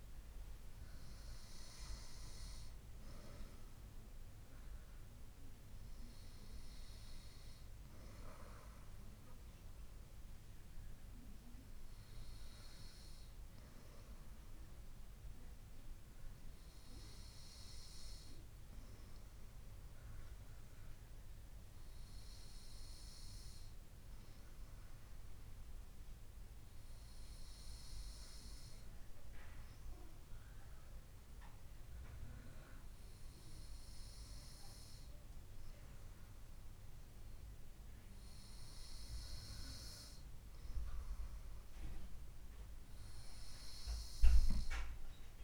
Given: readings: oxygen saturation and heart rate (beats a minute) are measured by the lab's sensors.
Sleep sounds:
breathing in sleep by a room microphone; none
none scored
From the record:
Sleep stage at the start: N2 (light sleep); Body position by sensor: on the right side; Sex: female

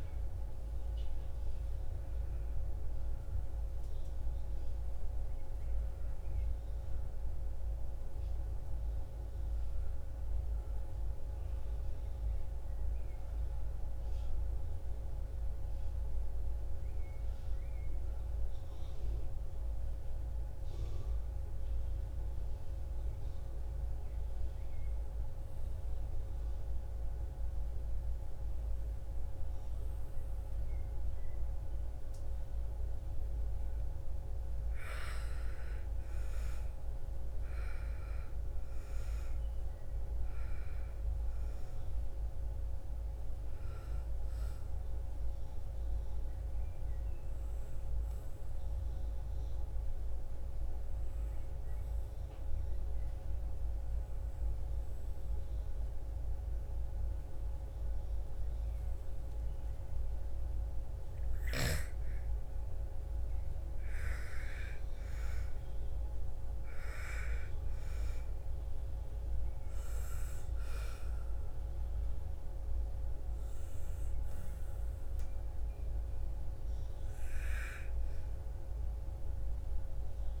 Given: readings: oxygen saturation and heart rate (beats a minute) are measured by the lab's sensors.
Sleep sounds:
breathing in sleep, hard to hear, by a room microphone; 2
0.00-19.50 s: oxygen desaturation (device-marked, oxygen 88% lowest, heart rate 53 extreme)
18.00-32.00 s: obstructive apnea (oxygen 96% before, 88% lowest, heart rate 60 before, 53 extreme, up 13 after)
33.50-37.00 s: arousal
35.50-52.50 s: oxygen desaturation (device-marked, oxygen 98% before, 88% lowest, heart rate 56 before, 55 extreme)
43.50-59.50 s: obstructive apnea (oxygen 98% before, 88% lowest, heart rate 58 before, 55 extreme, up 7 after)
61.50-65.50 s: arousal
66.50-80.40 s: oxygen desaturation (device-marked, oxygen 98% before, 90% lowest, heart rate 58 before, 58 extreme)
From the record:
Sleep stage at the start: REM sleep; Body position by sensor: on the back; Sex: female

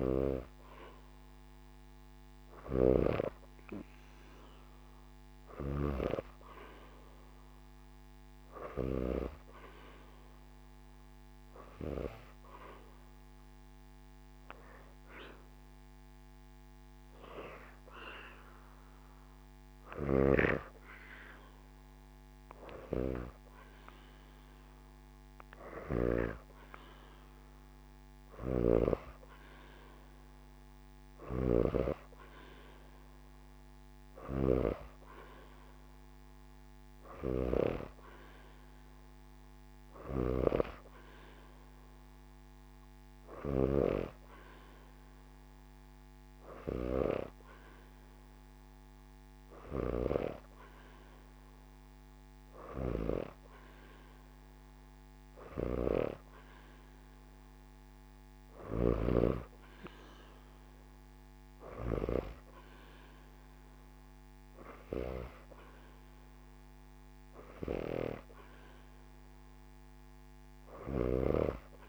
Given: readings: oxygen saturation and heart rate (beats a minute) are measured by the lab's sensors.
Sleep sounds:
breathing in sleep by a microphone on the trachea; none
2.00-8.50 s: snoring (device-marked)
19.50-25.50 s: snoring (device-marked)
27.50-43.00 s: snoring (device-marked)
49.00-61.50 s: snoring (device-marked)
70.00-71.88 s: snoring (device-marked)
From the record:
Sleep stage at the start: N2 (light sleep); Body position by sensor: on the back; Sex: female

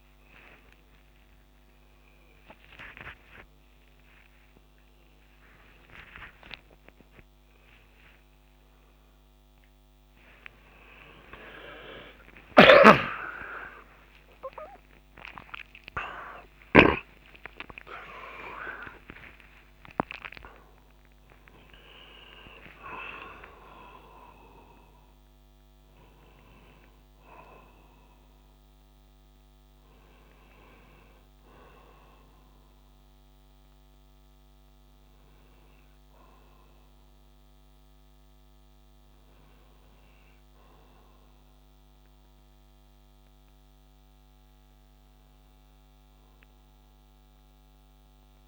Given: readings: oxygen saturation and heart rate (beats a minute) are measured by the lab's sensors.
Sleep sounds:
a person awake in a sleep study, by a microphone on the trachea; none
12.00-16.50 s: snoring (device-marked)
41.00-48.48 s: new sleep stage, N1 (lightest sleep)
From the record:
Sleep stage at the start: awake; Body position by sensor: on the right side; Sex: male

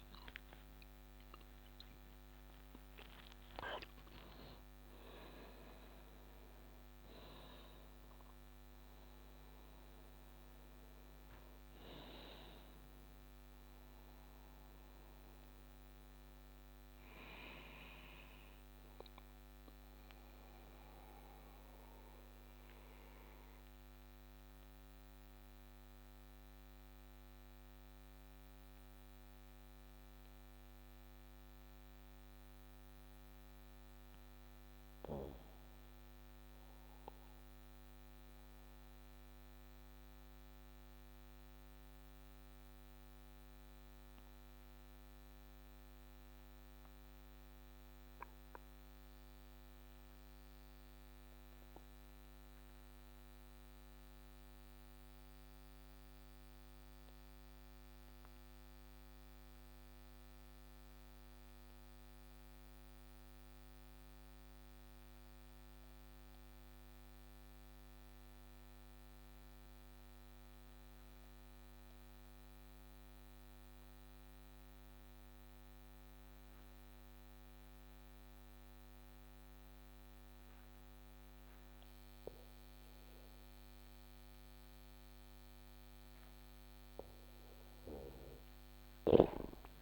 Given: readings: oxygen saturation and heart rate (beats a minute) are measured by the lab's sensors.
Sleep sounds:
breathing in sleep, hard to hear, by a microphone on the trachea; 1
0.00-2.50 s: arousal
22.00-82.00 s: new sleep stage, N2 (light sleep)
37.50-85.50 s: mixed apnea (oxygen 98% before, 91% lowest)
74.00-89.82 s: oxygen desaturation (device-marked, oxygen 97% before, 91% lowest)
82.00-89.82 s: new sleep stage, N1 (lightest sleep)
From the record:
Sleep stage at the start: N1 (lightest sleep); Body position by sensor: on the back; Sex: male

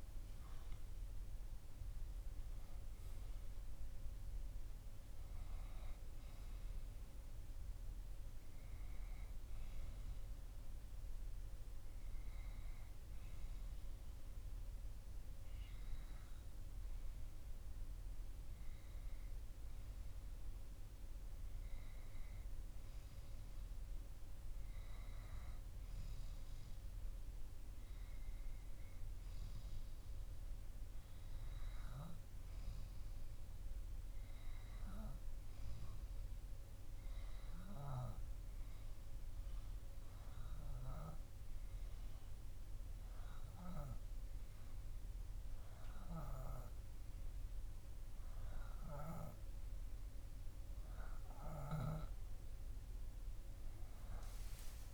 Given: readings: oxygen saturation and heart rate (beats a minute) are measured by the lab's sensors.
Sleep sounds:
breathing in sleep by a room microphone; 1
13.50-39.50 s: hypopnea (oxygen 97% before, 95% lowest, heart rate 60 before, 58 extreme, up 0 after)
41.50-45.50 s: arousal
From the record:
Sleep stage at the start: N2 (light sleep); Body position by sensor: on the back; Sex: male

